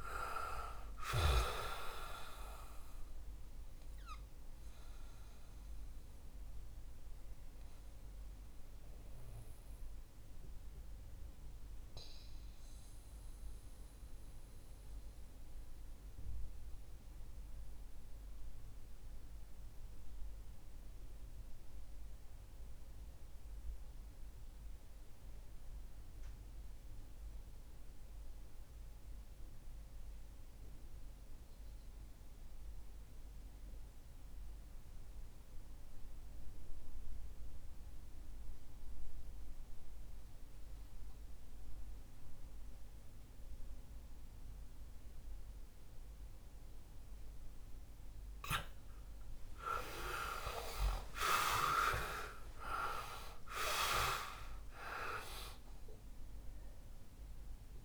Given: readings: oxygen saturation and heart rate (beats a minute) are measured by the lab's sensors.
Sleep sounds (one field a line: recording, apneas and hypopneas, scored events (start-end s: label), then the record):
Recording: breathing in sleep by a room microphone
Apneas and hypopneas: 1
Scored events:
0.00-24.50 s: oxygen desaturation (device-marked, oxygen 89% lowest, heart rate 58 extreme)
2.50-48.50 s: mixed apnea (oxygen 99% before, 82% lowest, heart rate 63 before, 57 extreme, up 12 after)
46.50-57.85 s: oxygen desaturation (device-marked, oxygen 97% before, 82% lowest, heart rate 65 before, 57 extreme)
49.50-54.00 s: arousal
From the record:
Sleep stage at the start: REM sleep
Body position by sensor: on the back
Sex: male